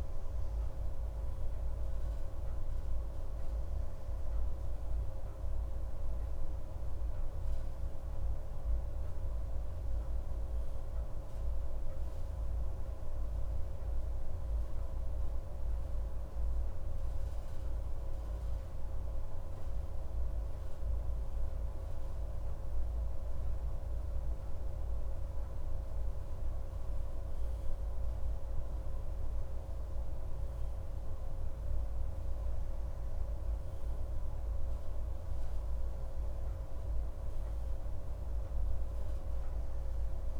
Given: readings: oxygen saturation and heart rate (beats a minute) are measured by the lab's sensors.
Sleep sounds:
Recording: breathing in sleep, hard to hear, by a room microphone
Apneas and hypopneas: none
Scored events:
none scored
From the record:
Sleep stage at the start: N2 (light sleep)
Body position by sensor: on the right side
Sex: male

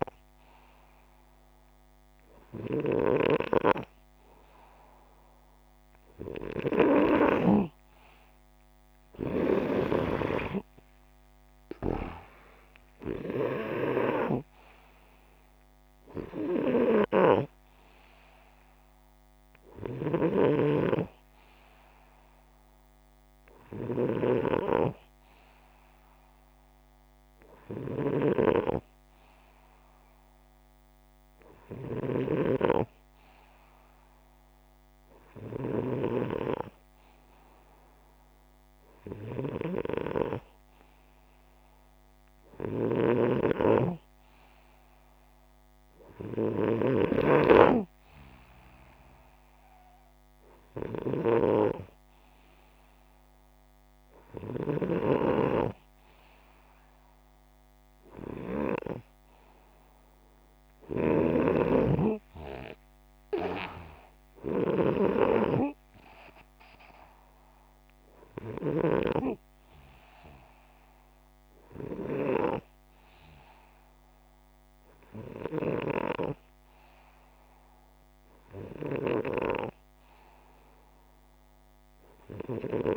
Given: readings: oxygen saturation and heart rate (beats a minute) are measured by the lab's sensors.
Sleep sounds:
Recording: breathing in sleep by a microphone on the trachea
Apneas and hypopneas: none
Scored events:
9.50-13.50 s: arousal
42.00-47.00 s: snoring (device-marked)
79.00-82.97 s: oxygen desaturation (device-marked, oxygen 100% before, 96% lowest, heart rate 126 before, 104 extreme)
From the record:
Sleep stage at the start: N2 (light sleep)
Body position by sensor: upright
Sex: male

